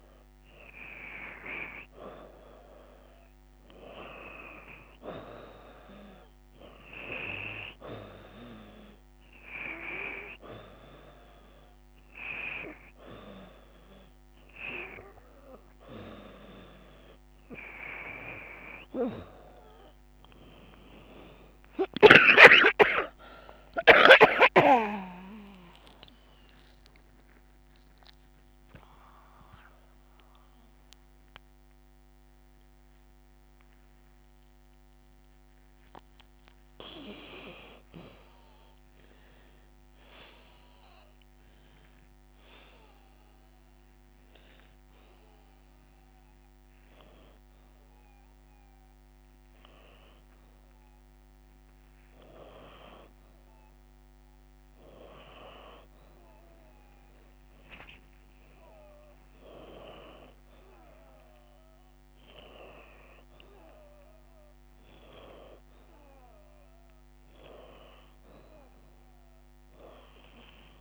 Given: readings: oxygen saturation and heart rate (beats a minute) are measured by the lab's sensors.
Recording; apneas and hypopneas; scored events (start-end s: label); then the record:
breathing in sleep by a microphone on the trachea; none
8.50-20.50 s: oxygen desaturation (device-marked, oxygen 91% before, 88% lowest)
22.50-24.50 s: long interval between heartbeats (device-marked, heart rate 95 before, 101 extreme)
23.50-28.50 s: arousal
31.50-39.50 s: oxygen desaturation (device-marked, oxygen 91% before, 87% lowest)
33.50-36.50 s: drop in pulse transit time (device-marked, heart rate 99 before, 101 extreme)
34.50-54.50 s: bradycardia (device-marked)
39.50-41.50 s: long interval between heartbeats (device-marked)
40.50-43.50 s: drop in pulse transit time (device-marked)
49.50-56.50 s: oxygen desaturation (device-marked, oxygen 93% before, 88% lowest)
52.50-54.50 s: long interval between heartbeats (device-marked)
54.50-56.50 s: long interval between heartbeats (device-marked)
55.50-59.50 s: bradycardia (device-marked)
55.50-66.50 s: drop in pulse transit time (device-marked)
61.00-63.00 s: long interval between heartbeats (device-marked)
65.00-67.00 s: long interval between heartbeats (device-marked, heart rate 33 before, 89 extreme)
67.50-70.50 s: bradycardia (device-marked, heart rate 90 before, 61 extreme)
From the record:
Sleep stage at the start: N2 (light sleep); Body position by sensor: upright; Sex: female